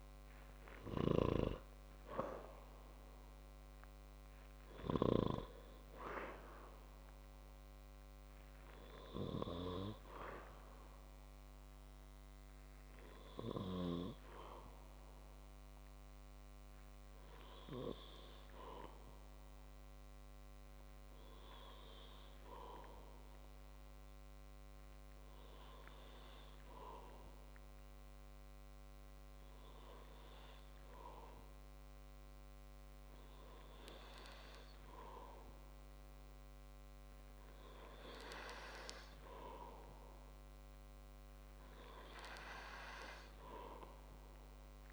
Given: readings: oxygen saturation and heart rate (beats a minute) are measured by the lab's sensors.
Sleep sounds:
breathing in sleep by a microphone on the trachea; none
none scored
From the record:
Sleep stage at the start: N2 (light sleep); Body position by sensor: on the back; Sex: male

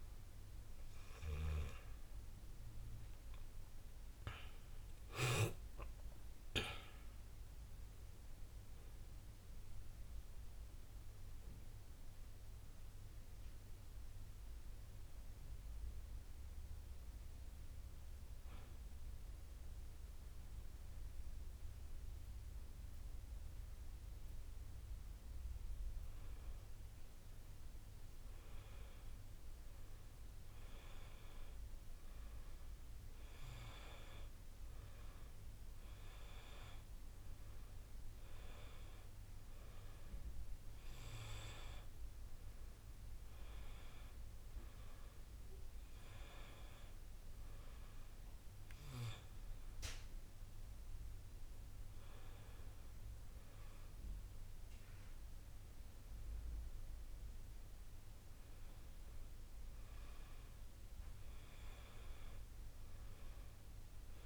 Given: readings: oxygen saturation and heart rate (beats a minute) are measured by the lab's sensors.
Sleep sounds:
breathing in sleep by a room microphone; 1
3.50-8.50 s: arousal
20.00-30.00 s: hypopnea (oxygen 92% before, 91% lowest, heart rate 64 before, 54 extreme, up 9 after)
32.50-36.50 s: arousal
39.50-48.50 s: oxygen desaturation (device-marked, oxygen 96% before, 92% lowest, heart rate 58 before, 57 extreme)
From the record:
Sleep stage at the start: N2 (light sleep); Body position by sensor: on the back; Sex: male

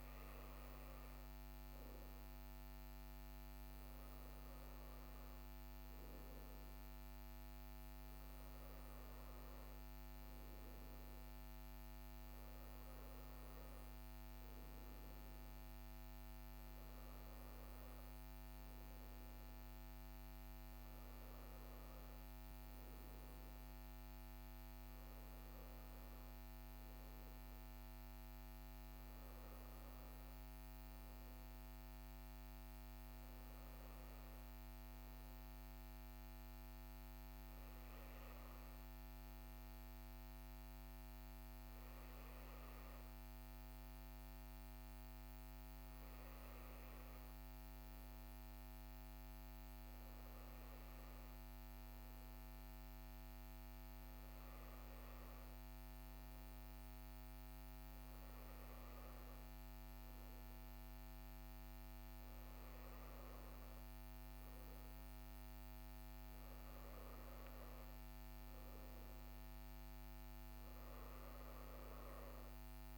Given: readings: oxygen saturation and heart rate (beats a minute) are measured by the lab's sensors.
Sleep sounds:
breathing in sleep, hard to hear, by a microphone on the trachea; none
none scored
From the record:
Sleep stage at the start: N1 (lightest sleep); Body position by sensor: on the right side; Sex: male

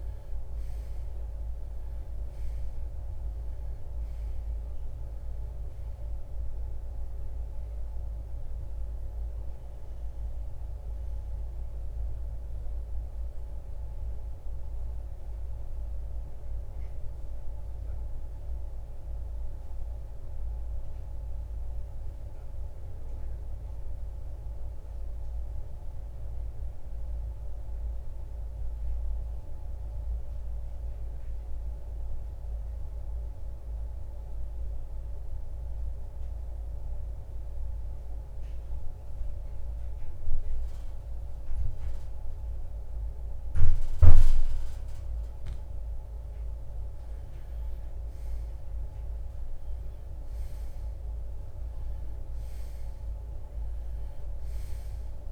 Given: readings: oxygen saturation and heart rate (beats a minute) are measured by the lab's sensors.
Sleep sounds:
breathing in sleep, hard to hear, by a room microphone; 1
15.50-19.50 s: arousal
21.50-44.50 s: mixed apnea (oxygen 93% before, 84% lowest, heart rate 68 before, 52 extreme, up 2 after)
22.50-40.50 s: oxygen desaturation (device-marked, oxygen 92% before, 84% lowest, heart rate 69 before, 52 extreme)
46.50-52.00 s: arousal
From the record:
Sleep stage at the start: REM sleep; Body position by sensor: on the right side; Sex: male

